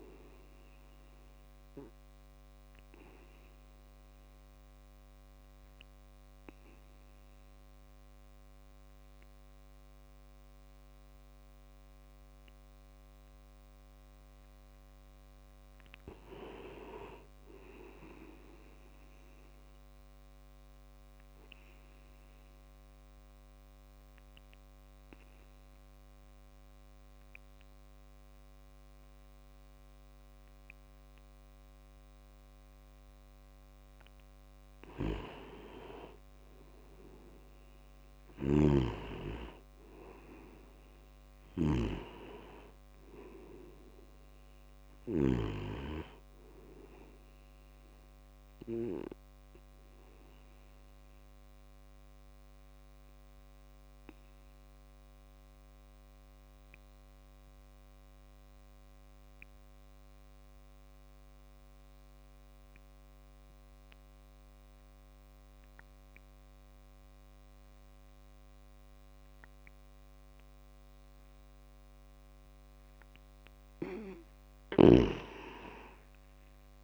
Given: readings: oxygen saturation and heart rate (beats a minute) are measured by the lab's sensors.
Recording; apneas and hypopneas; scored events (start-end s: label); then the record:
breathing in sleep by a microphone on the trachea; 3
0.00-16.50 s: oxygen desaturation (device-marked, oxygen 91% lowest)
2.00-14.50 s: obstructive apnea (oxygen 98% before, 91% lowest)
14.50-33.50 s: tachycardia (device-marked)
16.00-18.50 s: arousal
21.00-33.50 s: obstructive apnea (oxygen 97% before, 88% lowest)
36.00-39.50 s: arousal
38.00-45.50 s: snoring (device-marked)
47.50-62.50 s: oxygen desaturation (device-marked, oxygen 96% before, 92% lowest)
50.50-72.50 s: obstructive apnea (oxygen 97% before, 88% lowest)
72.50-76.84 s: oxygen desaturation (device-marked, oxygen 98% before, 88% lowest)
75.50-76.84 s: arousal
From the record:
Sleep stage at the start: N2 (light sleep); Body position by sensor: on the back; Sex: male